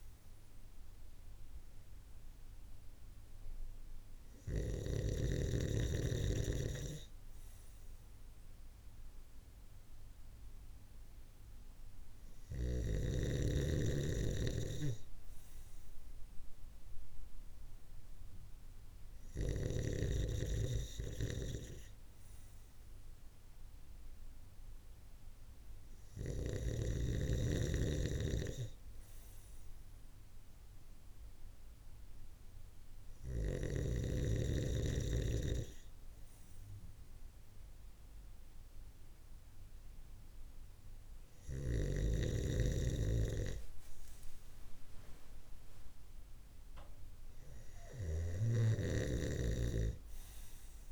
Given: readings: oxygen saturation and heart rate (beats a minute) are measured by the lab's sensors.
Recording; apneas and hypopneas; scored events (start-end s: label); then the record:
breathing in sleep by a room microphone; none
none scored
From the record:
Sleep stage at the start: N2 (light sleep); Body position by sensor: on the right side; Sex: male